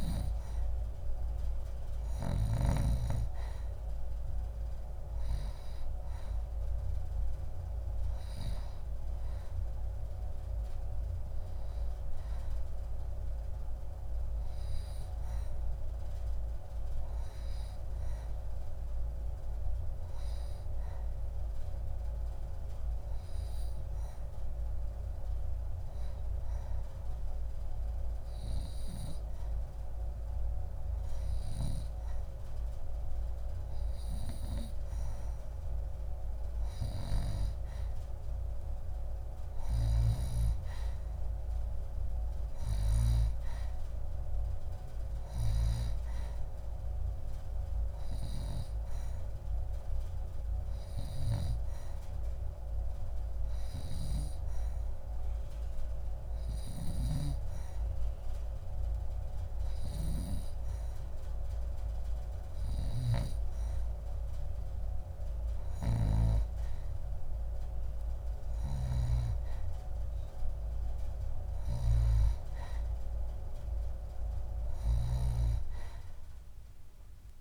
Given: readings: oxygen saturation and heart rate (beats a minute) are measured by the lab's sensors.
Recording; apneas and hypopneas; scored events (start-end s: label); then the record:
breathing in sleep by a room microphone; 1
5.50-30.50 s: oxygen desaturation (device-marked, oxygen 94% before, 89% lowest, heart rate 70 before, 68 extreme)
22.50-35.50 s: hypopnea (oxygen 94% before, 89% lowest, heart rate 72 before, 69 extreme, up 4 after)
37.00-41.50 s: arousal
From the record:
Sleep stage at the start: N2 (light sleep); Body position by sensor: on the left side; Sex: female